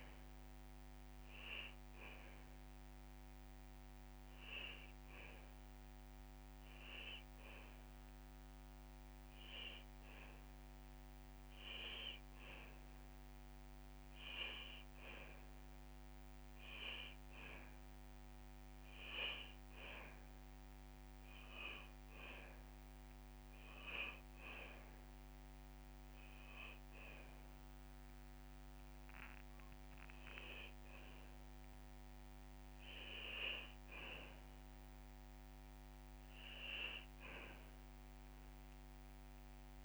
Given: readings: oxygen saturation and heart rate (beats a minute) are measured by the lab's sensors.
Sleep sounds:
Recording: breathing in sleep by a microphone on the trachea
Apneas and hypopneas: 1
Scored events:
2.00-11.00 s: drop in pulse transit time (device-marked)
3.00-18.50 s: hypopnea (oxygen 98% before, 90% lowest)
9.00-11.00 s: long interval between heartbeats (device-marked)
10.00-22.00 s: oxygen desaturation (device-marked, oxygen 95% before, 90% lowest)
13.00-15.00 s: drop in pulse transit time (device-marked)
17.50-19.50 s: long interval between heartbeats (device-marked)
20.50-24.00 s: arousal
23.00 s: drop in pulse transit time (device-marked)
30.00-32.00 s: drop in pulse transit time (device-marked)
32.50-34.50 s: long interval between heartbeats (device-marked)
34.00-39.85 s: drop in pulse transit time (device-marked)
From the record:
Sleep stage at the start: N2 (light sleep)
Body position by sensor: on the back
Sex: male

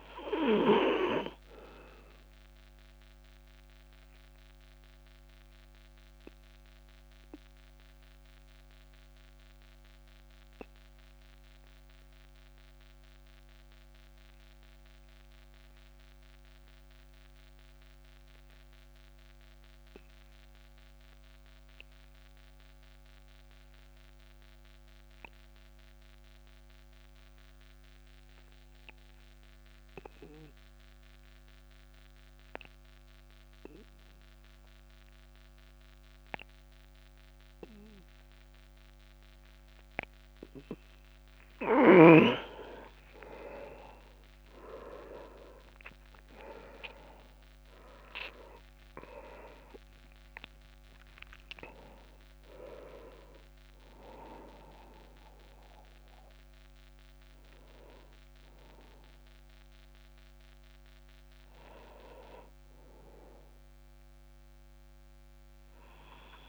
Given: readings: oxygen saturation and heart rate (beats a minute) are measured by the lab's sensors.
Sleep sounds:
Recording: breathing in sleep by a microphone on the trachea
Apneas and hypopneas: 1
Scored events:
0.00-22.00 s: oxygen desaturation (device-marked, oxygen 92% lowest)
2.00-41.50 s: obstructive apnea (oxygen 99% before, 85% lowest)
36.00-66.49 s: oxygen desaturation (device-marked, oxygen 99% before, 85% lowest)
44.00-47.50 s: arousal
From the record:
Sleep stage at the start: N2 (light sleep)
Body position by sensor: on the back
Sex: male

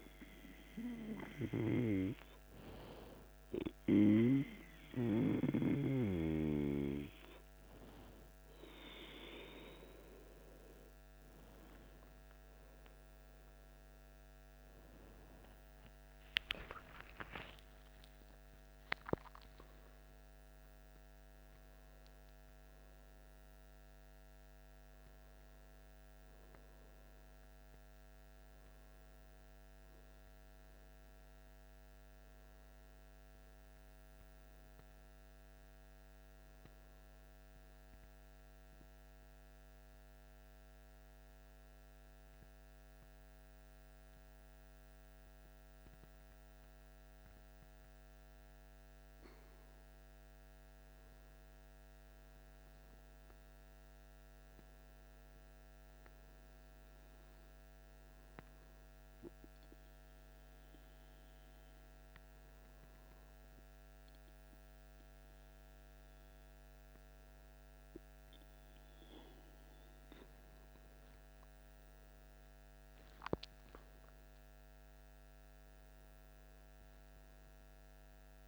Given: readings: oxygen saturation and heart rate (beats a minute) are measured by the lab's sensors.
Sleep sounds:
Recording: breathing in sleep by a microphone on the trachea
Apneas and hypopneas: 1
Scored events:
0.00-3.50 s: oxygen desaturation (device-marked, oxygen 95% lowest, heart rate 55 extreme)
17.00-21.00 s: arousal
38.50-50.00 s: obstructive apnea (oxygen 99% before, 97% lowest, heart rate 62 before, 55 extreme, up 5 after)
52.50-55.50 s: arousal
54.50-78.48 s: new sleep stage, N2 (light sleep)
From the record:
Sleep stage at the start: N1 (lightest sleep)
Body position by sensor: on the back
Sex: male

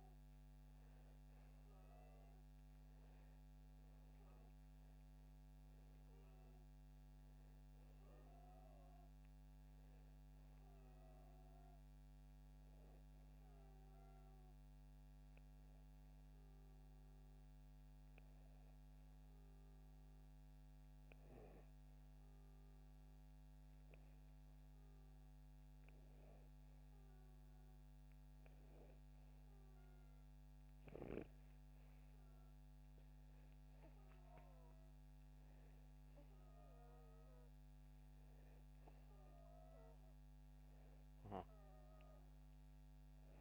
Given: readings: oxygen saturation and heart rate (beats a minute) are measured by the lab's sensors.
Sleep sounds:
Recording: breathing in sleep by a microphone on the trachea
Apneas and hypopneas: none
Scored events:
none scored
From the record:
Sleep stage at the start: N2 (light sleep)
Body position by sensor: upright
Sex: male

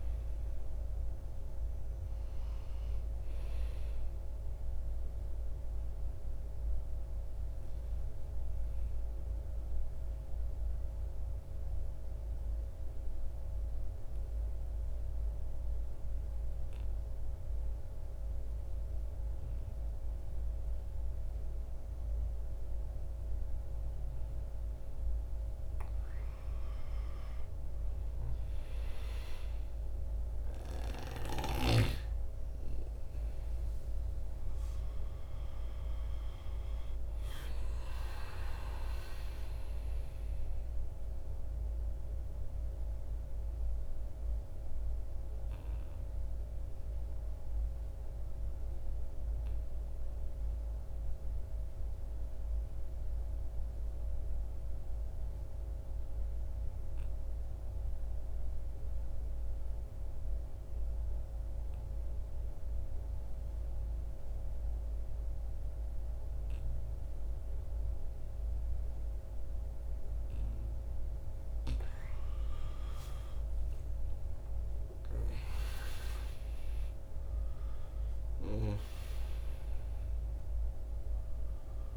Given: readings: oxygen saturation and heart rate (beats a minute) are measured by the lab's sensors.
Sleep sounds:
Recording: breathing in sleep, hard to hear, by a room microphone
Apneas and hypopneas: 2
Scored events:
0.00-19.00 s: oxygen desaturation (device-marked, oxygen 84% lowest, heart rate 49 extreme)
5.00-24.50 s: obstructive apnea (oxygen 98% before, 84% lowest, heart rate 61 before, 49 extreme, up 6 after)
26.50-31.00 s: arousal
30.00-60.00 s: oxygen desaturation (device-marked, oxygen 98% before, 88% lowest, heart rate 51 before, 49 extreme)
40.50-69.50 s: obstructive apnea (oxygen 98% before, 84% lowest, heart rate 55 before, 49 extreme, up 9 after)
71.50-75.00 s: arousal
72.00-81.97 s: oxygen desaturation (device-marked, oxygen 98% before, 84% lowest, heart rate 51 before, 49 extreme)
From the record:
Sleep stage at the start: N2 (light sleep)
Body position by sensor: on the back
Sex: male

